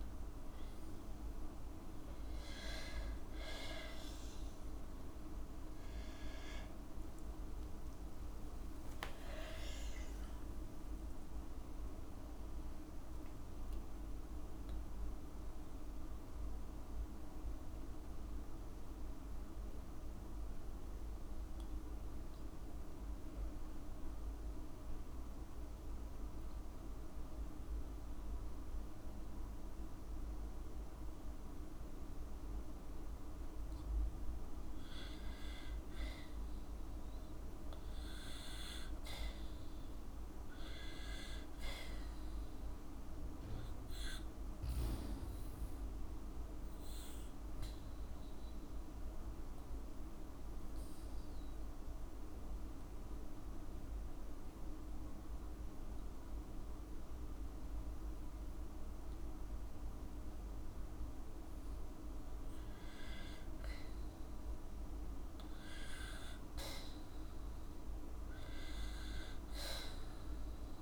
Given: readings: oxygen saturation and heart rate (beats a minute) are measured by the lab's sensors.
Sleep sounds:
breathing in sleep, hard to hear, by a room microphone; 1
0.00-4.50 s: oxygen desaturation (device-marked, oxygen 92% lowest, heart rate 69 extreme)
6.00-9.50 s: arousal
10.50-12.50 s: long interval between heartbeats (device-marked, heart rate 95 before, 97 extreme)
12.50-32.00 s: mixed apnea (oxygen 99% before, 94% lowest, heart rate 92 before, 50 extreme)
35.50-39.00 s: arousal
44.50-66.50 s: oxygen desaturation (device-marked, oxygen 99% before, 94% lowest, heart rate 65 before, 55 extreme)
69.00-70.81 s: arousal
From the record:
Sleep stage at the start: N2 (light sleep); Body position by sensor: on the back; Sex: female

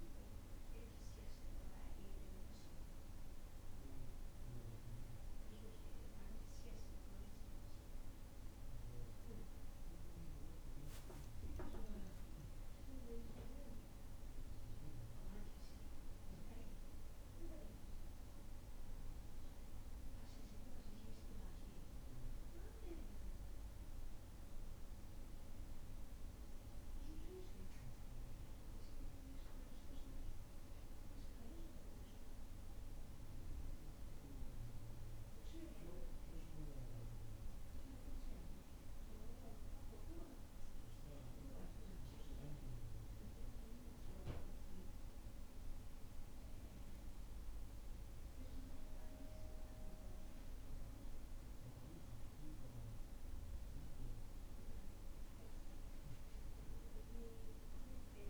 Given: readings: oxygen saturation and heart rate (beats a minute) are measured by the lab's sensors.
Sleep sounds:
breathing in sleep by a room microphone; none
15.50-20.00 s: arousal
From the record:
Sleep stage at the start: N2 (light sleep); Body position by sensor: on the back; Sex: male

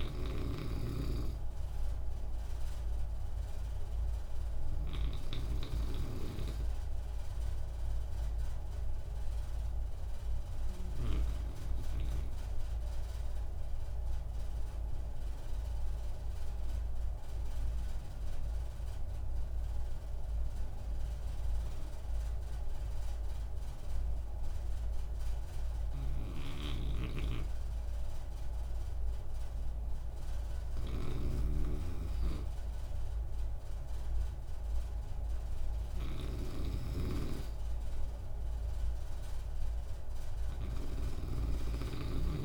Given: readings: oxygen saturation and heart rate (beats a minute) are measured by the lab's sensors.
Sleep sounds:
breathing in sleep by a room microphone; 1
0.00-6.00 s: snoring (device-marked)
10.50-25.00 s: obstructive apnea (oxygen 96% before, 94% lowest)
26.50-42.45 s: snoring (device-marked)
27.00-31.00 s: arousal
From the record:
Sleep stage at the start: N2 (light sleep); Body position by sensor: on the right side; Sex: male

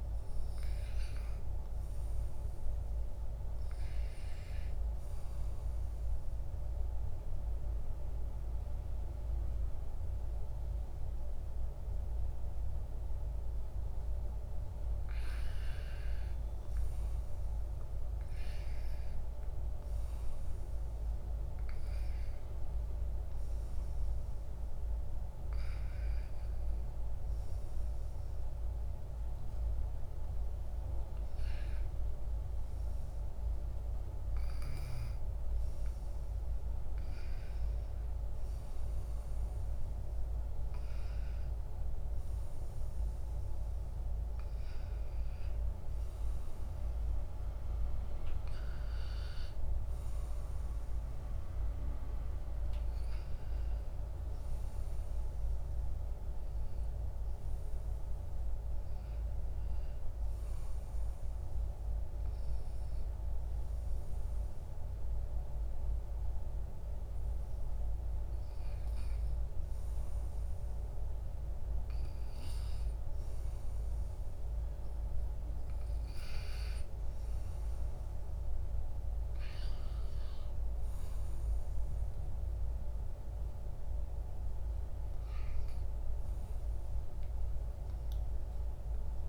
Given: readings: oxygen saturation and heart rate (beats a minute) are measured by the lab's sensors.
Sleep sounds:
breathing in sleep, hard to hear, by a room microphone; 1
5.00-15.50 s: obstructive apnea (oxygen 98% before, 95% lowest, heart rate 66 before, 65 extreme, up 2 after)
18.00-21.50 s: arousal
From the record:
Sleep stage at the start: REM sleep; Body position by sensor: on the back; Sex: male

